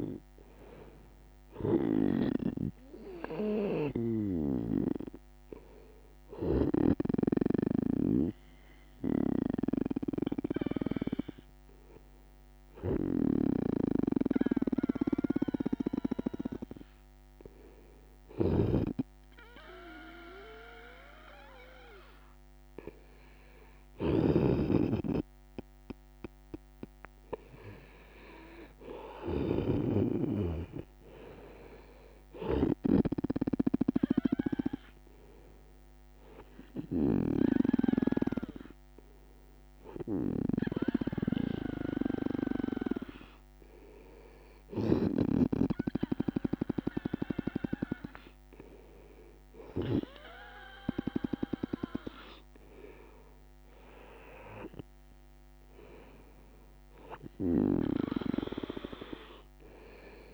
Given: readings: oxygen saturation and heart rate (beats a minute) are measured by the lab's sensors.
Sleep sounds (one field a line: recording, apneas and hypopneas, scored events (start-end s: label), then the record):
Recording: breathing in sleep by a microphone on the trachea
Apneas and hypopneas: 1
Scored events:
0.00-20.50 s: oxygen desaturation (device-marked, oxygen 90% lowest, heart rate 69 extreme)
10.00-27.50 s: hypopnea (oxygen 97% before, 90% lowest, heart rate 71 before, 69 extreme, up 3 after)
13.00-37.00 s: snoring (device-marked)
29.50-33.00 s: arousal
From the record:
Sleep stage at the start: N2 (light sleep)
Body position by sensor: on the right side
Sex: male